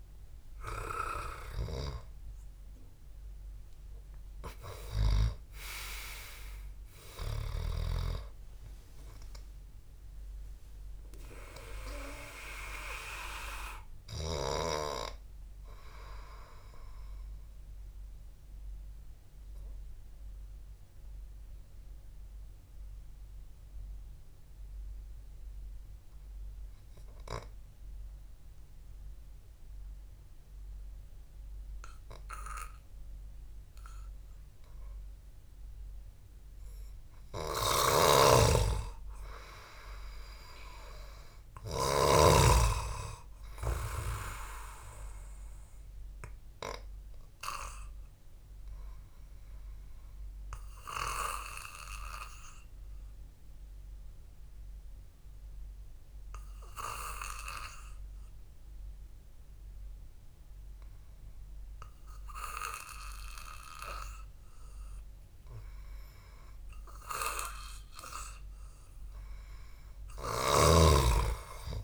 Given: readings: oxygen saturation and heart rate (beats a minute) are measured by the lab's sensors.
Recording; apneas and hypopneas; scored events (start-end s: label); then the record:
breathing in sleep by a room microphone; 2
6.00-29.00 s: oxygen desaturation (device-marked, oxygen 96% before, 93% lowest, heart rate 59 before, 53 extreme)
20.00-38.50 s: mixed apnea (oxygen 98% before, 93% lowest, heart rate 59 before, 53 extreme, up 1 after)
38.00-42.50 s: snoring (device-marked)
39.50-43.00 s: arousal
42.00-53.00 s: oxygen desaturation (device-marked, oxygen 99% before, 95% lowest, heart rate 63 before, 52 extreme)
48.50-67.50 s: obstructive apnea (oxygen 99% before, 93% lowest, heart rate 62 before, 52 extreme, up 0 after)
70.00-71.84 s: arousal
70.50-71.84 s: snoring (device-marked)
From the record:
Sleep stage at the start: N2 (light sleep); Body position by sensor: on the back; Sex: male